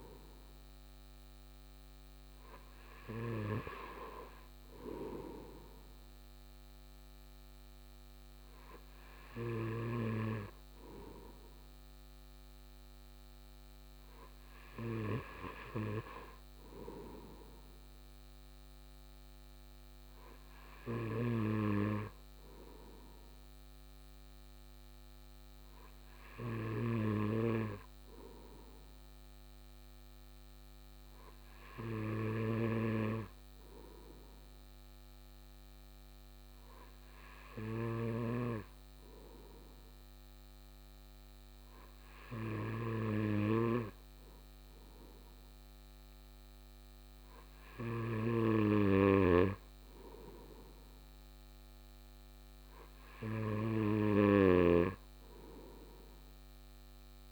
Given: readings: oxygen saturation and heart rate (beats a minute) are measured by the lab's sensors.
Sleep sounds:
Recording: breathing in sleep by a microphone on the trachea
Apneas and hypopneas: none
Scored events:
20.50-38.00 s: snoring (device-marked)
From the record:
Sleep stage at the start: N2 (light sleep)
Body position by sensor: on the right side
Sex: male

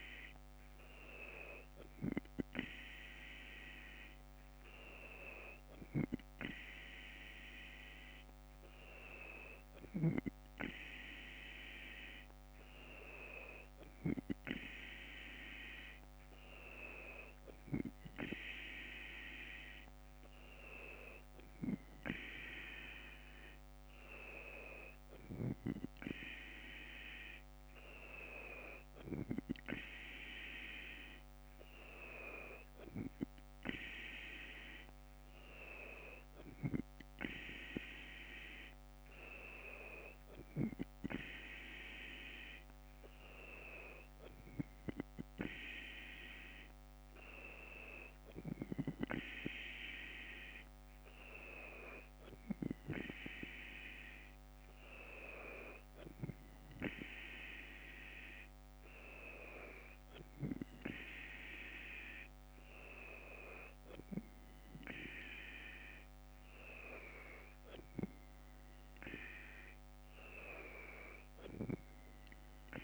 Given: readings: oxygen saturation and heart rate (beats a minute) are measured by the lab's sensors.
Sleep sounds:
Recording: breathing in sleep by a microphone on the trachea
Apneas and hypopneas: none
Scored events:
none scored
From the record:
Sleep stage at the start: N2 (light sleep)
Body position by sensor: on the left side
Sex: female

